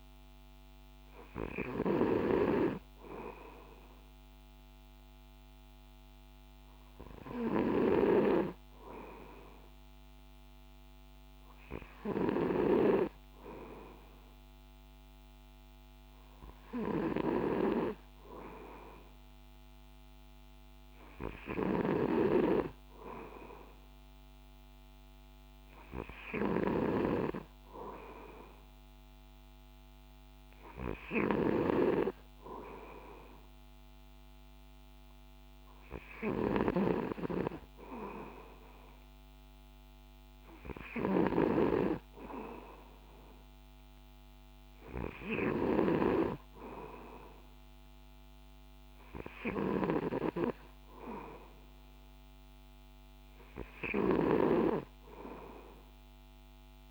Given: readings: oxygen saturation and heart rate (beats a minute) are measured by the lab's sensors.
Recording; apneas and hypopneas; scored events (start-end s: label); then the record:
breathing in sleep by a microphone on the trachea; none
21.50-27.00 s: snoring (device-marked)
36.50-41.50 s: snoring (device-marked)
49.50-56.91 s: snoring (device-marked)
From the record:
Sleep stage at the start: N2 (light sleep); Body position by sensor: on the back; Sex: male